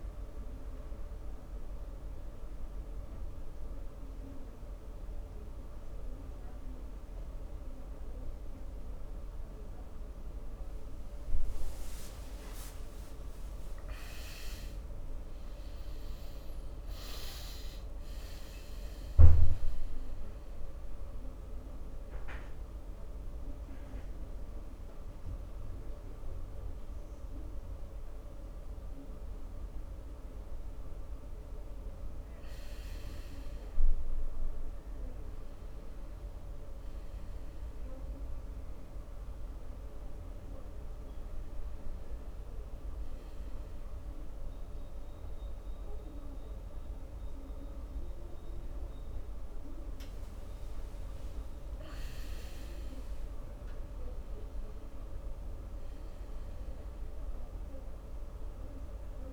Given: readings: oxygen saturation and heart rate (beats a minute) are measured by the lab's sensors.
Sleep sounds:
a person awake in a sleep study, hard to hear, by a room microphone; none
30.00-59.33 s: new sleep stage, N1 (lightest sleep)
From the record:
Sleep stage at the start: awake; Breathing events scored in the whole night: 169 in 4.5 hours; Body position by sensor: on the back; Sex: male

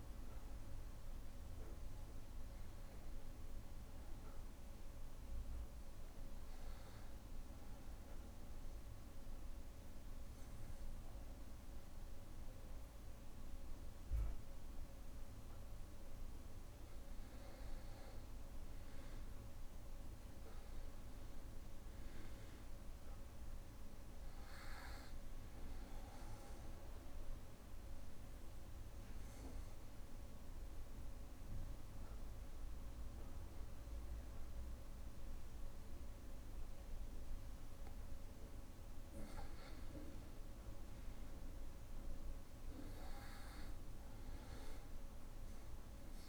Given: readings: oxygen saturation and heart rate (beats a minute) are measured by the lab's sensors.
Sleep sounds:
breathing in sleep, hard to hear, by a room microphone; 2
1.00-4.00 s: arousal
7.50-18.00 s: obstructive apnea (oxygen 95% before, 91% lowest, heart rate 63 before, 62 extreme, up 1 after)
19.50-23.00 s: arousal
22.00-40.00 s: oxygen desaturation (device-marked, oxygen 95% before, 91% lowest, heart rate 63 before, 62 extreme)
27.50-38.50 s: obstructive apnea (oxygen 95% before, 91% lowest, heart rate 63 before, 62 extreme, up 1 after)
40.50-45.50 s: arousal
From the record:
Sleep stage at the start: N2 (light sleep); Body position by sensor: on the back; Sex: male

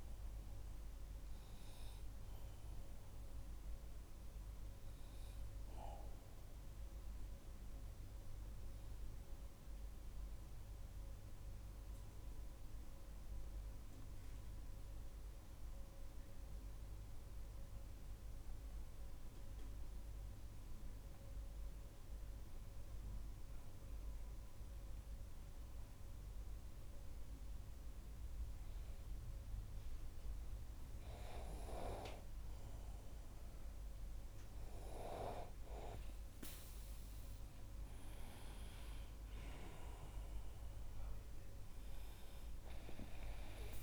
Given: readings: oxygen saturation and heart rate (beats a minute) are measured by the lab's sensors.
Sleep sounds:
breathing in sleep by a room microphone; 1
8.50-28.00 s: obstructive apnea (oxygen 97% before, 95% lowest, heart rate 48 before, 44 extreme, up 13 after)
31.50-35.50 s: arousal
37.50-43.83 s: oxygen desaturation (device-marked, oxygen 98% before, 95% lowest, heart rate 49 before, 38 extreme)
From the record:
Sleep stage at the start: N2 (light sleep); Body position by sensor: on the back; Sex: male

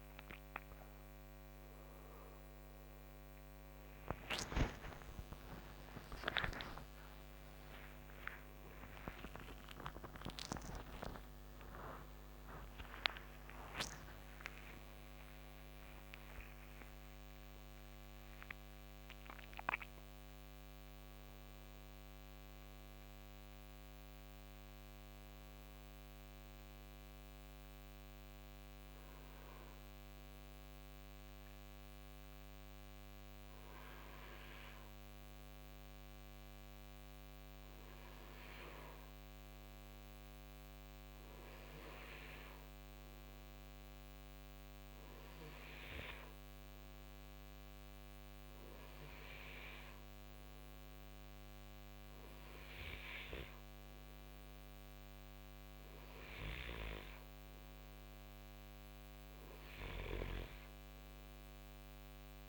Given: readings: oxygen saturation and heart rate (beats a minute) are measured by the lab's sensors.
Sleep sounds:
a person partly awake in a sleep study, by a microphone on the trachea; none
0.00-8.00 s: oxygen desaturation (device-marked, oxygen 91% lowest, heart rate 54 extreme)
4.00-34.00 s: new sleep stage, awake
34.00-62.48 s: new sleep stage, N1 (lightest sleep)
45.00-58.00 s: oxygen desaturation (device-marked, oxygen 98% before, 93% lowest, heart rate 58 before, 57 extreme)
From the record:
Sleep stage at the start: N2 (light sleep); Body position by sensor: on the right side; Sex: male

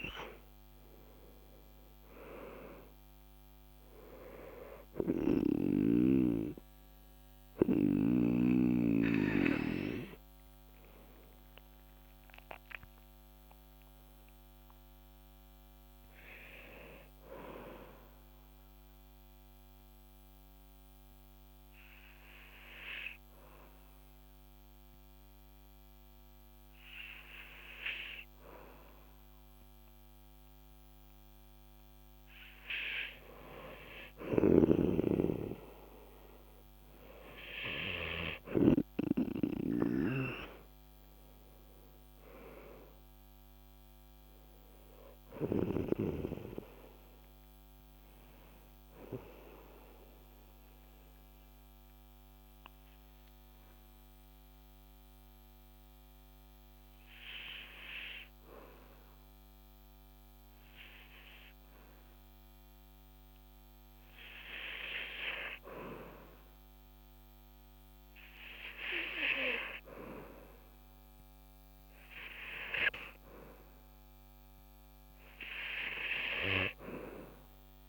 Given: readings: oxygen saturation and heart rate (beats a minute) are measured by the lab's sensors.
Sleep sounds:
breathing in sleep by a microphone on the trachea; 2
0.00-1.50 s: arousal
0.00-8.00 s: oxygen desaturation (device-marked, oxygen 91% lowest, heart rate 46 extreme)
18.50-32.00 s: hypopnea (oxygen 94% before, 92% lowest, heart rate 53 before, 46 extreme, up 9 after)
31.00-37.00 s: oxygen desaturation (device-marked, oxygen 97% before, 92% lowest, heart rate 50 before, 47 extreme)
32.00-77.89 s: new sleep stage, N2 (light sleep)
34.50-39.00 s: snoring (device-marked)
38.00-43.00 s: arousal
49.50-65.50 s: mixed apnea (oxygen 97% before, 91% lowest, heart rate 54 before, 48 extreme, up 7 after)
63.00-73.00 s: oxygen desaturation (device-marked, oxygen 97% before, 94% lowest, heart rate 51 before, 49 extreme)
74.00-77.89 s: arousal
From the record:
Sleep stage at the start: REM sleep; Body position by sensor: on the back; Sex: male

